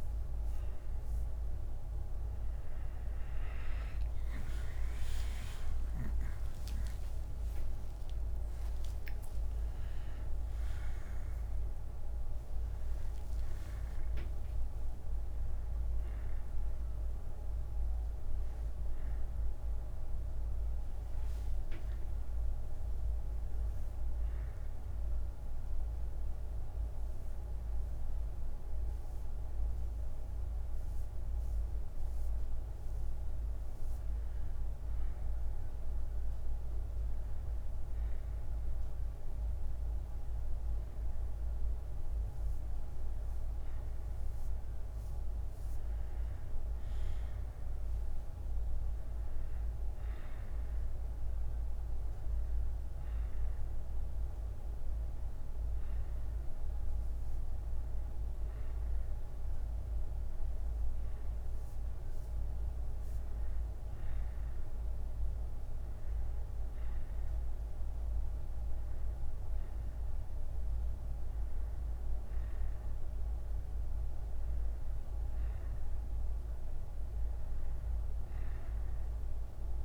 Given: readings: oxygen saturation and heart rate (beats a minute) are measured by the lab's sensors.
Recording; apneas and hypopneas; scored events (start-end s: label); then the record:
breathing in sleep, hard to hear, by a room microphone; none
3.00-8.00 s: arousal
From the record:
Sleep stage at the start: N1 (lightest sleep); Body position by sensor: on the back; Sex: male